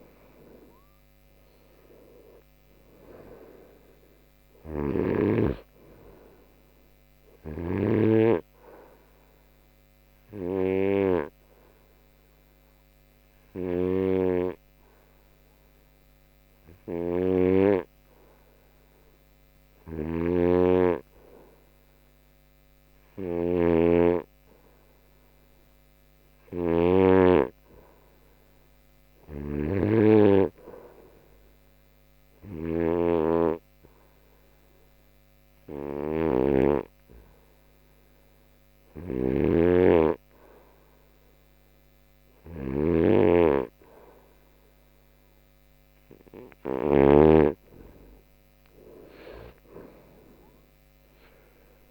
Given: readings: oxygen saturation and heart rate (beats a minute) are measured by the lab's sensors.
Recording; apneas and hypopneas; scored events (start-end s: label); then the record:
breathing in sleep by a microphone on the trachea; 1
0.00-1.50 s: arousal
1.00-13.00 s: oxygen desaturation (device-marked, oxygen 97% before, 93% lowest)
11.50-43.50 s: hypopnea (oxygen 97% before, 91% lowest)
20.50-27.50 s: snoring (device-marked)
39.50-47.50 s: snoring (device-marked)
47.50-51.91 s: arousal
50.00-51.91 s: oxygen desaturation (device-marked, oxygen 95% before, 91% lowest)
From the record:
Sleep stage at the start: N2 (light sleep); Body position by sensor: on the right side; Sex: male